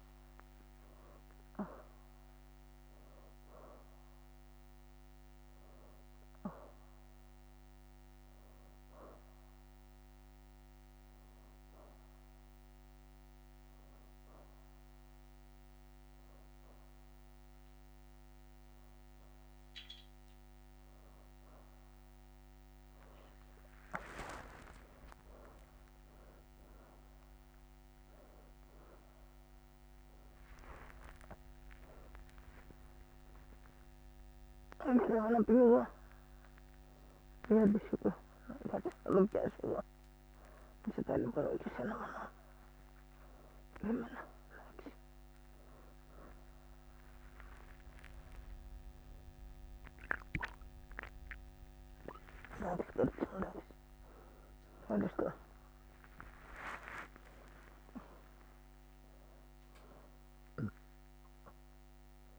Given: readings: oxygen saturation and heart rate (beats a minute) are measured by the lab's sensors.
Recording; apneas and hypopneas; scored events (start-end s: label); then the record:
a person awake in a sleep study, by a microphone on the trachea; none
1.00-2.00 s: leg movement (device-marked)
3.00-12.00 s: leg movement (device-marked)
13.00-16.00 s: leg movement (device-marked)
23.00-26.00 s: leg movement (device-marked)
26.50-27.50 s: leg movement (device-marked)
27.50-45.50 s: oxygen desaturation (device-marked, oxygen 94% before, 91% lowest)
From the record:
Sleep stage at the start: awake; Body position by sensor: on the back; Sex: female